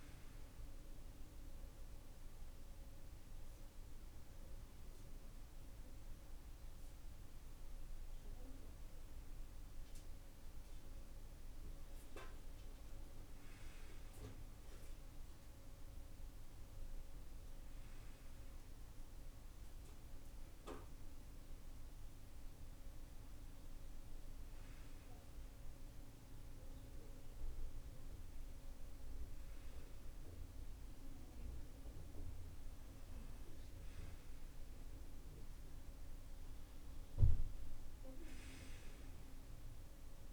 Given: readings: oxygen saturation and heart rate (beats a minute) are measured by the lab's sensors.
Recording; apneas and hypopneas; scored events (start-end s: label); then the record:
breathing in sleep, hard to hear, by a room microphone; none
none scored
From the record:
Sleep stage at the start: N2 (light sleep); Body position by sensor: upright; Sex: male